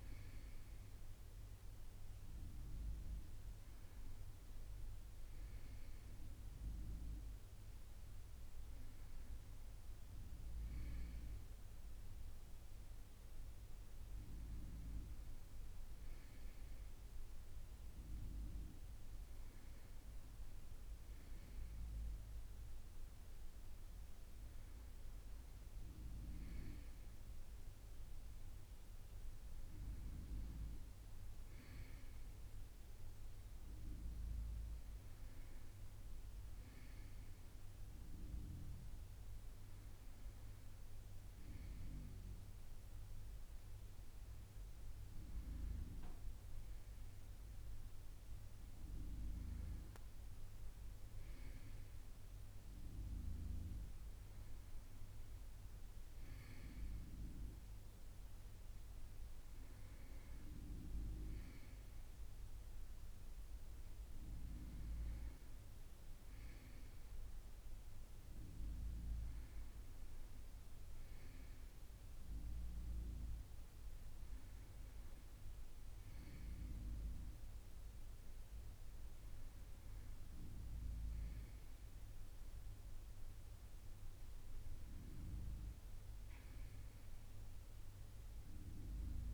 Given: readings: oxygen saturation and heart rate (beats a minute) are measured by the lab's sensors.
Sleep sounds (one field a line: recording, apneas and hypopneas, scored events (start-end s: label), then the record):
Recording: a person awake in a sleep study, by a room microphone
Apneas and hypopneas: none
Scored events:
none scored
From the record:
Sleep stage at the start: awake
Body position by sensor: on the right side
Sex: male